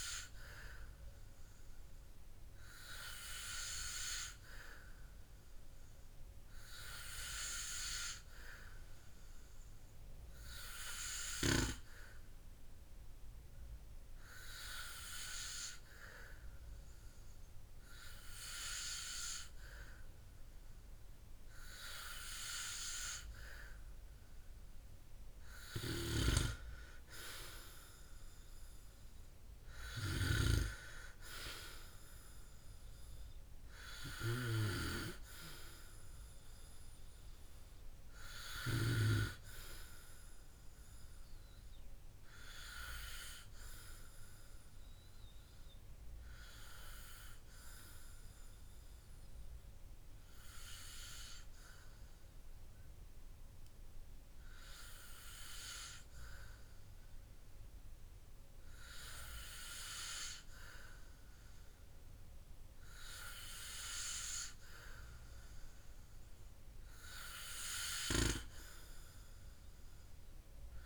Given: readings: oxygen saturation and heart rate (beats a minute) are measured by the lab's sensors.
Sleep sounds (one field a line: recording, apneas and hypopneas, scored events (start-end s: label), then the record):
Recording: breathing in sleep by a room microphone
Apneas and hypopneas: none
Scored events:
none scored
From the record:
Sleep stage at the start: N2 (light sleep)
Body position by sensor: on the back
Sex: male